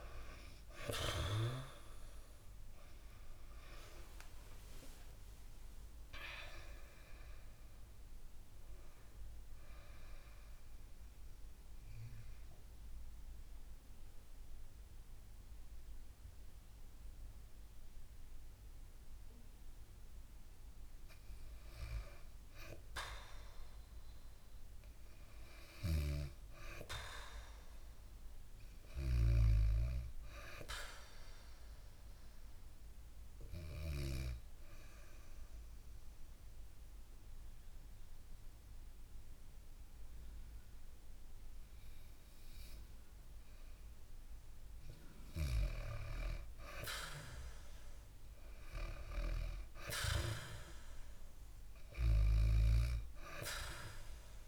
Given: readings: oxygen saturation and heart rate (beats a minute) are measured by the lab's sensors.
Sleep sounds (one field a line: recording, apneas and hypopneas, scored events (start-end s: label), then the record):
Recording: breathing in sleep by a room microphone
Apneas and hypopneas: 2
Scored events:
3.00-8.00 s: arousal
4.00-24.00 s: oxygen desaturation (device-marked, oxygen 98% before, 93% lowest, heart rate 68 before, 62 extreme)
10.00-20.00 s: central apnea (oxygen 98% before, 93% lowest, heart rate 70 before, 62 extreme, up 4 after)
23.50-28.00 s: arousal
32.00-44.00 s: hypopnea (oxygen 99% before, 95% lowest, heart rate 65 before, 61 extreme, up 2 after)
46.50-51.00 s: arousal
51.00-54.48 s: oxygen desaturation (device-marked, oxygen 98% before, 95% lowest, heart rate 65 before, 61 extreme)
From the record:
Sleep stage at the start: N2 (light sleep)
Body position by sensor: on the back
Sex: female